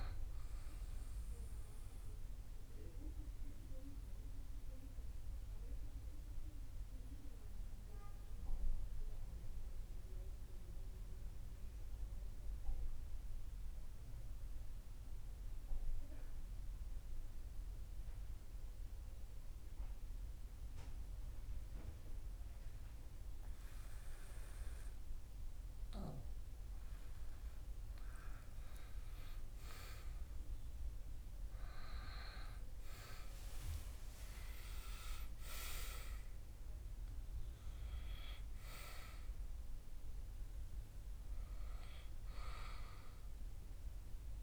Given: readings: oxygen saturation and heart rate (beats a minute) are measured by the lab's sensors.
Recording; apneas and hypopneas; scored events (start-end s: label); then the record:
breathing in sleep by a room microphone; 1
1.50-27.50 s: obstructive apnea (oxygen 98% before, 94% lowest)
29.00-33.50 s: arousal
From the record:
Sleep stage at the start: N2 (light sleep); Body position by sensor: on the back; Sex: male